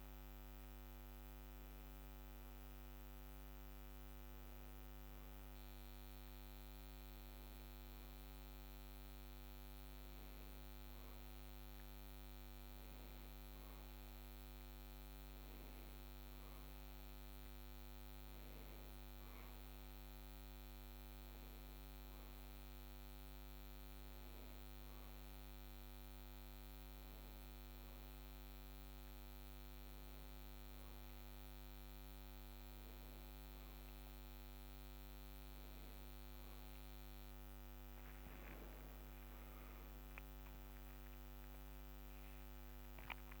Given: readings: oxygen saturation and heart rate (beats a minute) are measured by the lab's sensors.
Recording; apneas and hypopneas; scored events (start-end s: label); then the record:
a person partly awake in a sleep study, hard to hear, by a microphone on the trachea; none
32.00-43.40 s: new sleep stage, awake
From the record:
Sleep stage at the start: N1 (lightest sleep); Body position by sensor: on the back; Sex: male